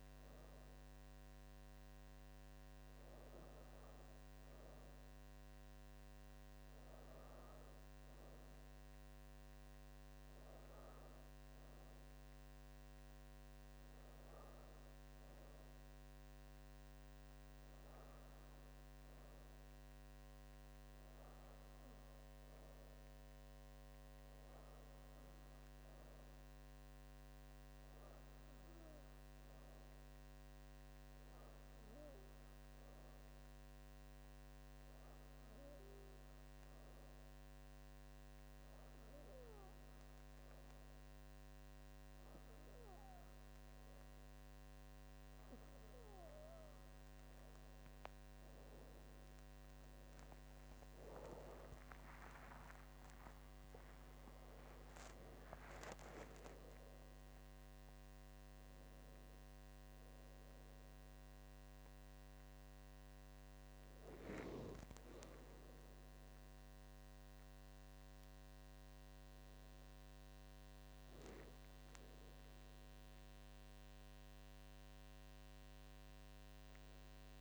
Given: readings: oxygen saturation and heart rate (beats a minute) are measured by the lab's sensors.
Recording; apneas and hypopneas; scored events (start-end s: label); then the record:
breathing in sleep, hard to hear, by a microphone on the trachea; 1
23.50-45.00 s: hypopnea (oxygen 97% before, 94% lowest, heart rate 71 before, 70 extreme, up 27 after)
49.50-55.00 s: arousal
51.50-53.50 s: long interval between heartbeats (device-marked, heart rate 72 before, 92 extreme)
55.50-57.50 s: long interval between heartbeats (device-marked, heart rate 80 before, 149 extreme)
From the record:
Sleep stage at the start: N2 (light sleep); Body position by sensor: on the back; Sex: female